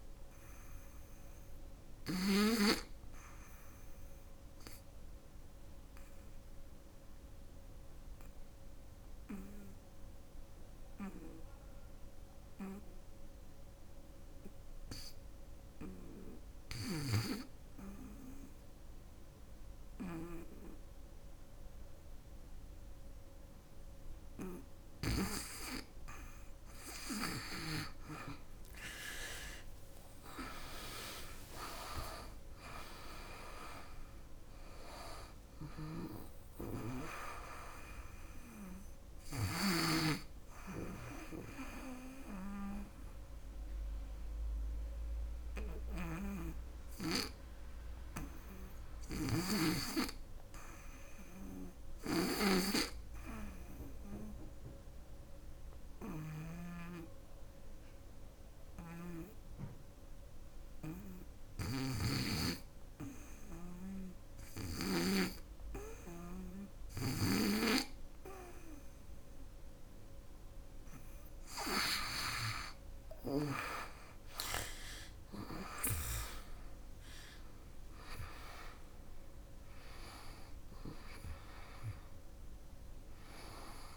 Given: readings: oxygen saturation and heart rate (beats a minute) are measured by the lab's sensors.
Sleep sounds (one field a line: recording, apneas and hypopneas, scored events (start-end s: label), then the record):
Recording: breathing in sleep by a room microphone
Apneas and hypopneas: 2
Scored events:
2.00-24.50 s: obstructive apnea (oxygen 100% before, 81% lowest, heart rate 78 before, 58 extreme, up 28 after)
2.50-83.97 s: new sleep stage, REM sleep
27.50-30.50 s: arousal
34.50-52.50 s: oxygen desaturation (device-marked, oxygen 96% before, 81% lowest, heart rate 66 before, 67 extreme)
40.50-70.00 s: hypopnea (oxygen 97% before, 81% lowest, heart rate 77 before, 67 extreme, up 23 after)
45.00-49.00 s: snoring (device-marked)
51.00-64.50 s: snoring (device-marked)
73.00-77.50 s: arousal
80.50-83.97 s: oxygen desaturation (device-marked, oxygen 96% before, 87% lowest, heart rate 75 before, 75 extreme)
From the record:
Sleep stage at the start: N2 (light sleep)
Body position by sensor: on the back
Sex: female